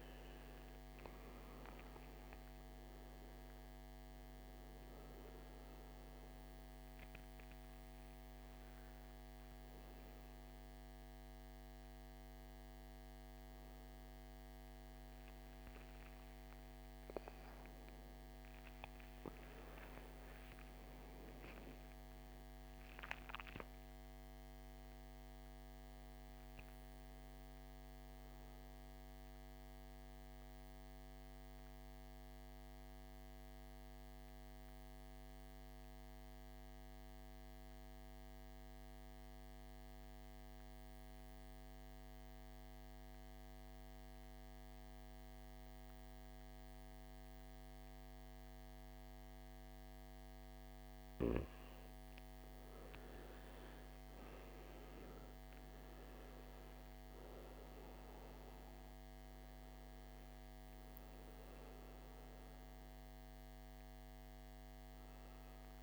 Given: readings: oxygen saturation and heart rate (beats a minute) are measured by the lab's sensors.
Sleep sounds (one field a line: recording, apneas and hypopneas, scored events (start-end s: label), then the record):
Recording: breathing in sleep, hard to hear, by a microphone on the trachea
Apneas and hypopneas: 1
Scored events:
0.00-1.00 s: arousal
0.00-20.00 s: oxygen desaturation (device-marked, oxygen 82% lowest, heart rate 50 extreme)
20.50-24.50 s: arousal
29.00-50.50 s: mixed apnea (oxygen 100% before, 84% lowest, heart rate 78 before, 50 extreme, up 18 after)
48.00-65.82 s: oxygen desaturation (device-marked, oxygen 99% before, 84% lowest, heart rate 53 before, 53 extreme)
53.50-58.00 s: arousal
From the record:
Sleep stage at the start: N2 (light sleep)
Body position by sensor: on the back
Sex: male